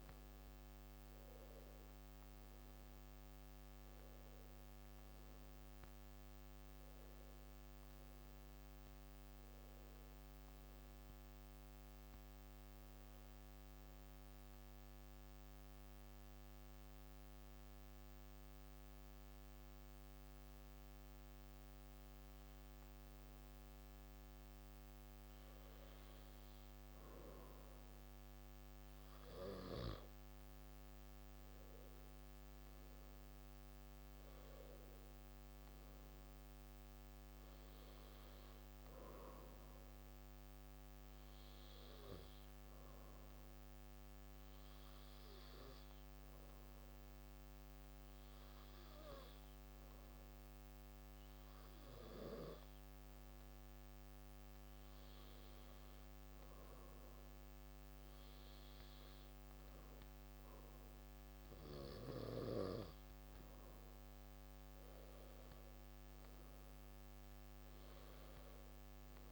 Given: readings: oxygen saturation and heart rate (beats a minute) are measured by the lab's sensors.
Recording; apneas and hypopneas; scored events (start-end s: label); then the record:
breathing in sleep, hard to hear, by a microphone on the trachea; 2
12.50-25.50 s: obstructive apnea (oxygen 96% before, 93% lowest)
29.50-34.50 s: arousal
41.50-56.00 s: hypopnea (oxygen 97% before, 94% lowest)
57.50-61.50 s: arousal
From the record:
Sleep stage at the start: N2 (light sleep); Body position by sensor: on the back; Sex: male